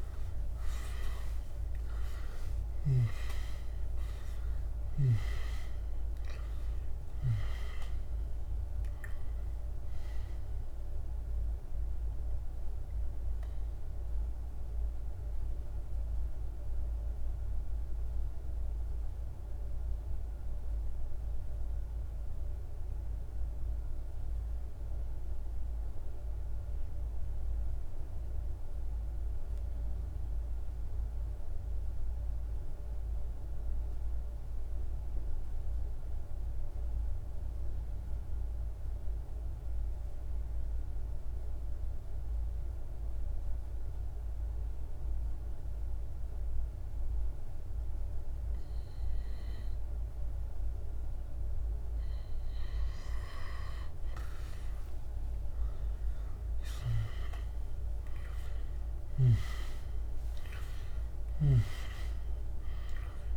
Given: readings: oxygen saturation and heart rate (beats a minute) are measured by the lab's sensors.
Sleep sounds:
breathing in sleep by a room microphone; 1
0.00-1.50 s: arousal
0.00-23.00 s: oxygen desaturation (device-marked, oxygen 88% lowest, heart rate 46 extreme)
13.50-52.00 s: mixed apnea (oxygen 97% before, 87% lowest, heart rate 73 before, 46 extreme, up 28 after)
40.00-63.36 s: oxygen desaturation (device-marked, oxygen 100% before, 87% lowest, heart rate 48 before, 46 extreme)
53.50-58.00 s: arousal
From the record:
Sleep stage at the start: N2 (light sleep); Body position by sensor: on the back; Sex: male

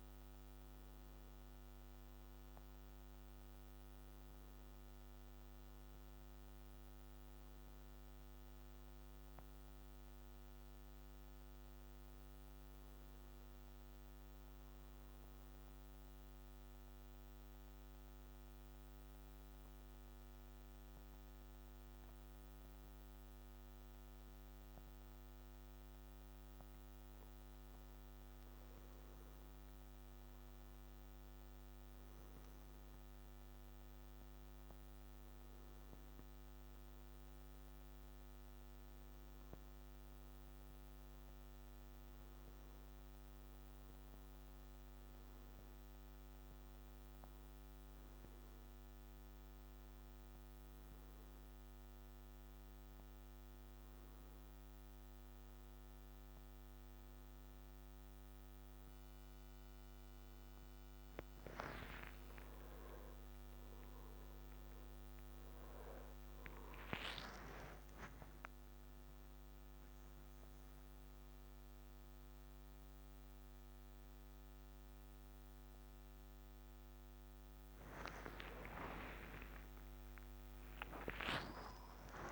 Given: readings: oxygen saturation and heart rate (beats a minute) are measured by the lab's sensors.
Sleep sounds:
breathing in sleep by a microphone on the trachea; 1
15.50-27.50 s: obstructive apnea (oxygen 97% before, 92% lowest, heart rate 73 before, 63 extreme, up 5 after)
29.50-33.00 s: arousal
31.00-55.00 s: oxygen desaturation (device-marked, oxygen 98% before, 92% lowest, heart rate 66 before, 67 extreme)
75.00-82.32 s: new sleep stage, awake
From the record:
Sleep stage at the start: N2 (light sleep); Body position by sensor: on the back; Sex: male

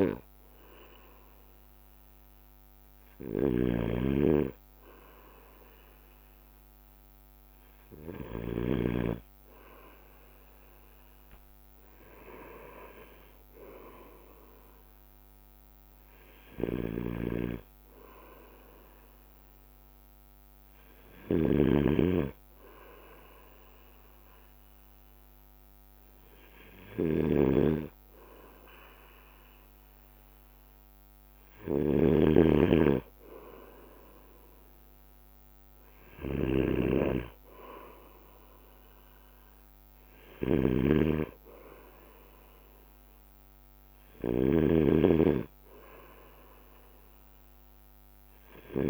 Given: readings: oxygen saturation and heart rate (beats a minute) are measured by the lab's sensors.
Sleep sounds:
breathing in sleep by a microphone on the trachea; none
0.00-8.00 s: bradycardia (device-marked, heart rate 57 extreme)
0.00-9.00 s: snoring (device-marked)
11.50-13.50 s: long interval between heartbeats (device-marked, heart rate 58 before, 67 extreme)
13.00-23.00 s: drop in pulse transit time (device-marked, heart rate 59 before, 56 extreme)
14.00-31.00 s: bradycardia (device-marked, heart rate 57 before, 55 extreme)
17.00-48.90 s: snoring (device-marked)
34.00-45.00 s: drop in pulse transit time (device-marked, heart rate 59 before, 55 extreme)
37.00-48.90 s: bradycardia (device-marked, heart rate 58 before, 55 extreme)
From the record:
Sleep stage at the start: N2 (light sleep); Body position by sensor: on the right side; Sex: male

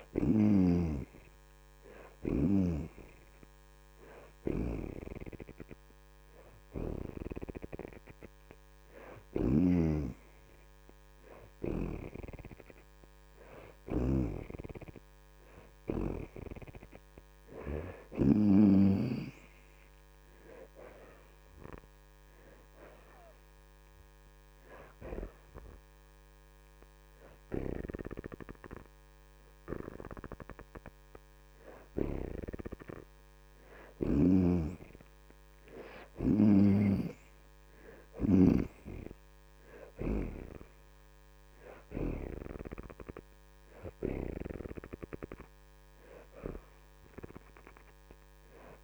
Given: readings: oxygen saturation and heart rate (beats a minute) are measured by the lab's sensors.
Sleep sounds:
breathing in sleep by a microphone on the trachea; none
0.00-7.50 s: oxygen desaturation (device-marked, oxygen 66% lowest)
17.50-27.50 s: oxygen desaturation (device-marked, oxygen 70% before, 64% lowest)
38.50-47.50 s: oxygen desaturation (device-marked, oxygen 68% before, 65% lowest)
From the record:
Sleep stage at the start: N2 (light sleep); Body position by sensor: on the back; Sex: female

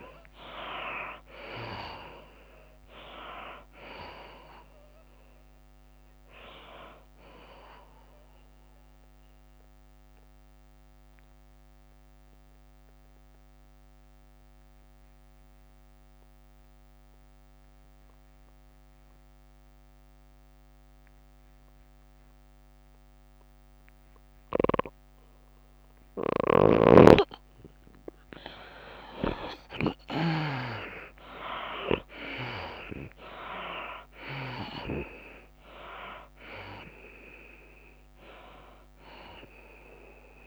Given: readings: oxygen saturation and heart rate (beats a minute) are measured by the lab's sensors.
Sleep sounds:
breathing in sleep by a microphone on the trachea; 1
0.00-15.00 s: tachycardia (device-marked, heart rate 107 extreme)
0.00-18.00 s: oxygen desaturation (device-marked, oxygen 76% lowest, heart rate 94 extreme)
1.00-15.00 s: drop in pulse transit time (device-marked, heart rate 96 before, 103 extreme)
9.50-27.50 s: obstructive apnea (oxygen 97% before, 74% lowest, heart rate 100 before, 94 extreme, up 11 after)
27.00-40.47 s: oxygen desaturation (device-marked, oxygen 97% before, 78% lowest, heart rate 101 before, 92 extreme)
30.00-40.47 s: tachycardia (device-marked, heart rate 103 before, 107 extreme)
30.50-34.50 s: arousal
34.00-40.47 s: drop in pulse transit time (device-marked, heart rate 99 before, 104 extreme)
From the record:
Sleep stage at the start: N2 (light sleep); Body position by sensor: on the back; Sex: female

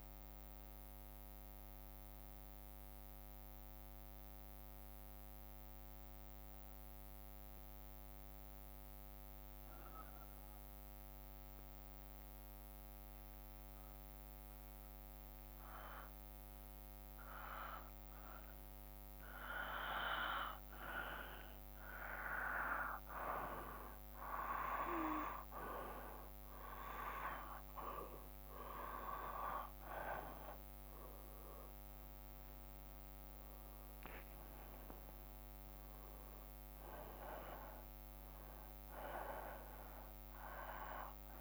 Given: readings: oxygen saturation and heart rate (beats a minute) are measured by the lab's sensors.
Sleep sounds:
breathing in sleep by a microphone on the trachea; 1
0.00-11.50 s: oxygen desaturation (device-marked, oxygen 93% lowest, heart rate 57 extreme)
5.50-19.00 s: hypopnea (oxygen 97% before, 90% lowest, heart rate 68 before, 57 extreme, up 4 after)
21.00-25.50 s: arousal
26.50-41.41 s: oxygen desaturation (device-marked, oxygen 96% before, 90% lowest, heart rate 58 before, 57 extreme)
34.50-41.41 s: new sleep stage, N2 (light sleep)
From the record:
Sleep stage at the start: N1 (lightest sleep); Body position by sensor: on the back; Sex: male

